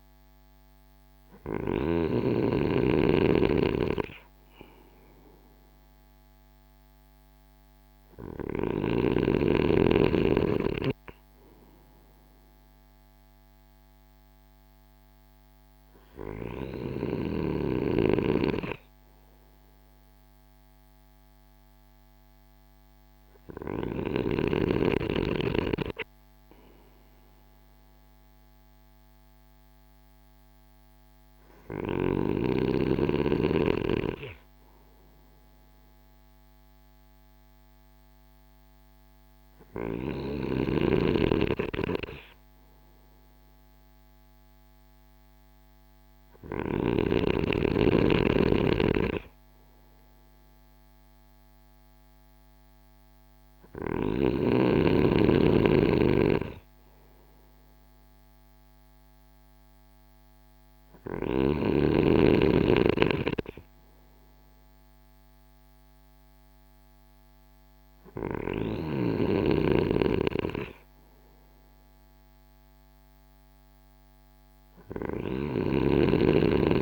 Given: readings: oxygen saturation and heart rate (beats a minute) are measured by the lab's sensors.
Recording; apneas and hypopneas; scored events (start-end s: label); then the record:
breathing in sleep by a microphone on the trachea; none
none scored
From the record:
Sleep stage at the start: N3 (deep sleep); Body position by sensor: on the right side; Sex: male